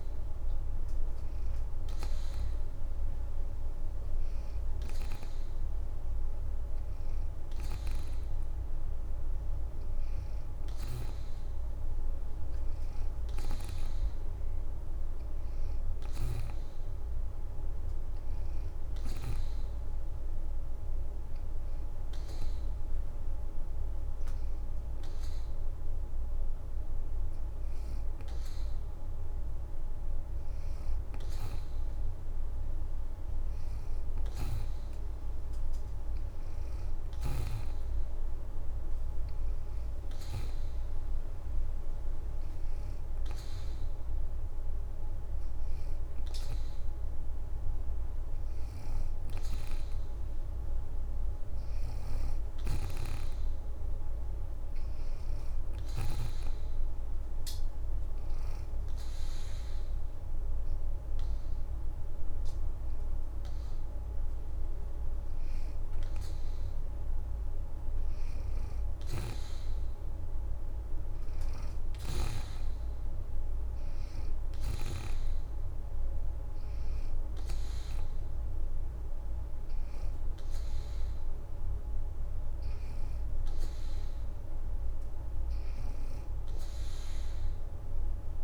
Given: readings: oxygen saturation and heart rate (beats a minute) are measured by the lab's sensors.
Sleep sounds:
breathing in sleep, hard to hear, by a room microphone; 3
10.50-14.00 s: arousal
17.50-28.50 s: hypopnea (oxygen 89% before, 83% lowest, heart rate 81 before, 78 extreme, up 2 after)
30.50-33.50 s: arousal
38.00-55.00 s: oxygen desaturation (device-marked, oxygen 90% before, 84% lowest, heart rate 79 before, 79 extreme)
39.50-50.00 s: hypopnea (oxygen 90% before, 83% lowest, heart rate 79 before, 79 extreme, up 3 after)
52.00-54.50 s: arousal
57.00-67.00 s: obstructive apnea (oxygen 90% before, 83% lowest, heart rate 81 before, 78 extreme, up 1 after)
70.50-74.00 s: arousal
77.00-88.44 s: oxygen desaturation (device-marked, oxygen 90% before, 83% lowest, heart rate 80 before, 70 extreme)
From the record:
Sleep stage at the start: N2 (light sleep); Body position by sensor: on the back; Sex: female

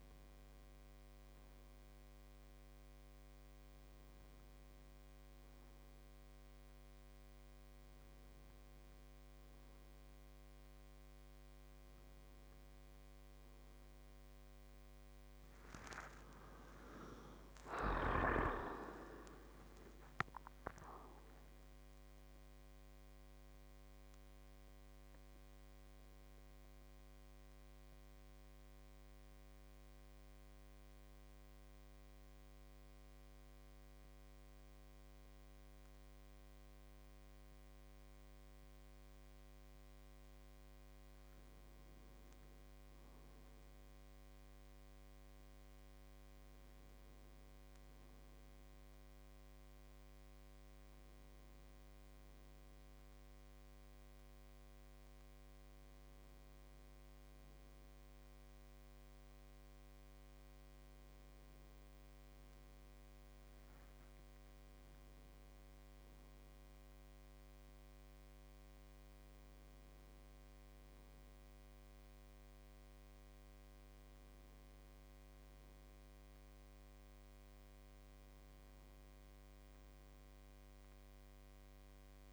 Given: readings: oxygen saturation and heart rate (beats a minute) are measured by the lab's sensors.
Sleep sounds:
breathing in sleep by a microphone on the trachea; 1
16.00-20.00 s: arousal
23.00-40.00 s: central apnea (oxygen 96% before, 94% lowest, heart rate 59 before, 52 extreme, up 4 after)
43.00-46.50 s: arousal
49.50-58.50 s: oxygen desaturation (device-marked, oxygen 99% before, 94% lowest, heart rate 54 before, 54 extreme)
From the record:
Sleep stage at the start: N1 (lightest sleep); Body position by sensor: on the left side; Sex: male

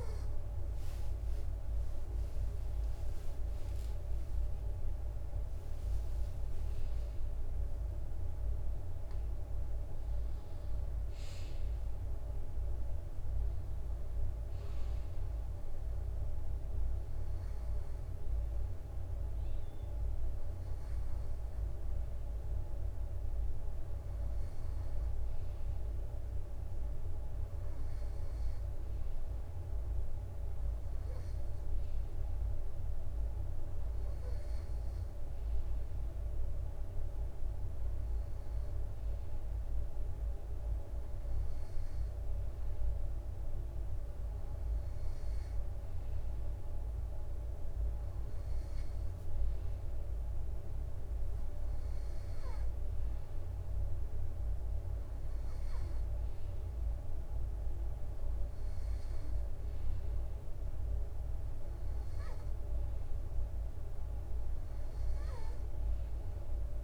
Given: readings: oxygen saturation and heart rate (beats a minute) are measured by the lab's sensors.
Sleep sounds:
breathing in sleep, hard to hear, by a room microphone; none
0.50-5.00 s: arousal
57.50-66.84 s: drop in pulse transit time (device-marked, heart rate 63 before, 63 extreme)
From the record:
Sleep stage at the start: N2 (light sleep); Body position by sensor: on the right side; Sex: male

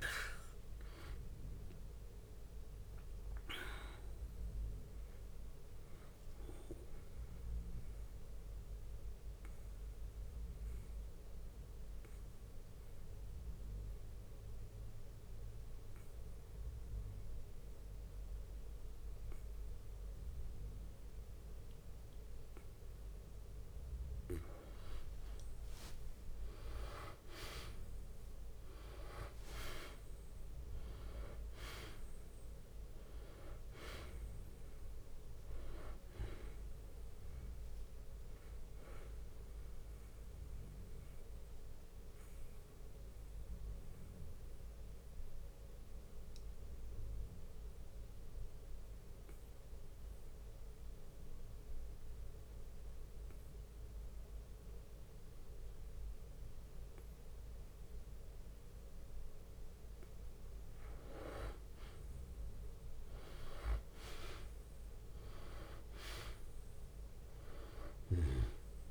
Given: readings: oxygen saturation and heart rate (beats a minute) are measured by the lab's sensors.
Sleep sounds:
breathing in sleep by a room microphone; 2
0.00-5.50 s: drop in pulse transit time (device-marked, heart rate 57 extreme)
0.00-21.50 s: oxygen desaturation (device-marked, oxygen 90% lowest, heart rate 44 extreme)
6.50-22.50 s: obstructive apnea (oxygen 98% before, 90% lowest, heart rate 62 before, 44 extreme, up 5 after)
6.50-32.50 s: bradycardia (device-marked, heart rate 59 before, 44 extreme)
24.50-29.50 s: arousal
25.50-38.50 s: drop in pulse transit time (device-marked, heart rate 57 before, 44 extreme)
28.50-38.50 s: oxygen desaturation (device-marked, oxygen 98% before, 93% lowest, heart rate 55 before, 44 extreme)
34.50-60.50 s: bradycardia (device-marked, heart rate 59 before, 44 extreme)
39.50-60.50 s: obstructive apnea (oxygen 98% before, 91% lowest, heart rate 53 before, 44 extreme, up 13 after)
43.50-54.50 s: oxygen desaturation (device-marked, oxygen 94% before, 91% lowest, heart rate 52 before, 49 extreme)
62.50-68.91 s: drop in pulse transit time (device-marked, heart rate 50 before, 55 extreme)
63.00-67.00 s: arousal
66.50-68.91 s: oxygen desaturation (device-marked, oxygen 98% before, 91% lowest, heart rate 53 before, 49 extreme)
67.50-68.91 s: bradycardia (device-marked, heart rate 58 before, 56 extreme)
From the record:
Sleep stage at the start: N2 (light sleep); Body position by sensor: on the back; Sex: male

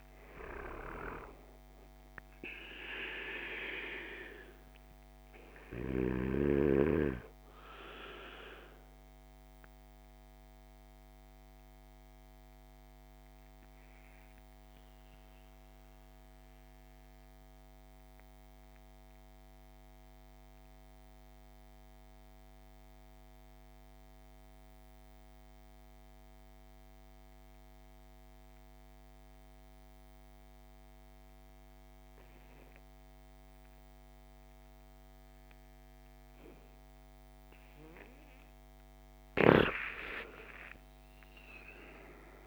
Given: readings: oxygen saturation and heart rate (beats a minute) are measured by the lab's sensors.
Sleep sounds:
breathing in sleep by a microphone on the trachea; 1
0.00-1.50 s: arousal
0.00-29.00 s: oxygen desaturation (device-marked, oxygen 81% lowest, heart rate 52 extreme)
8.50-38.00 s: mixed apnea (oxygen 99% before, 81% lowest, heart rate 65 before, 52 extreme, up 19 after)
37.00-42.47 s: oxygen desaturation (device-marked, oxygen 98% before, 82% lowest, heart rate 56 before, 53 extreme)
39.00-42.47 s: arousal
From the record:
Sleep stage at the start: REM sleep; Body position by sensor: on the right side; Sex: male

